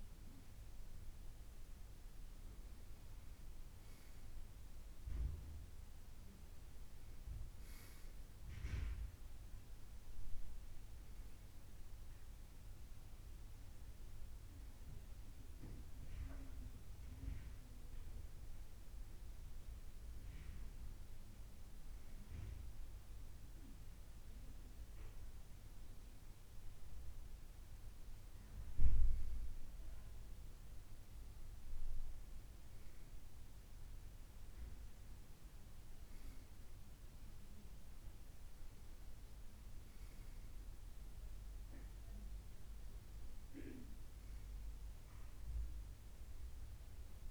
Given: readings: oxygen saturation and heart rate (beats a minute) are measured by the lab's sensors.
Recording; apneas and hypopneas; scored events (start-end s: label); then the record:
breathing in sleep by a room microphone; none
none scored
From the record:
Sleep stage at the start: N2 (light sleep); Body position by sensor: on the back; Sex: male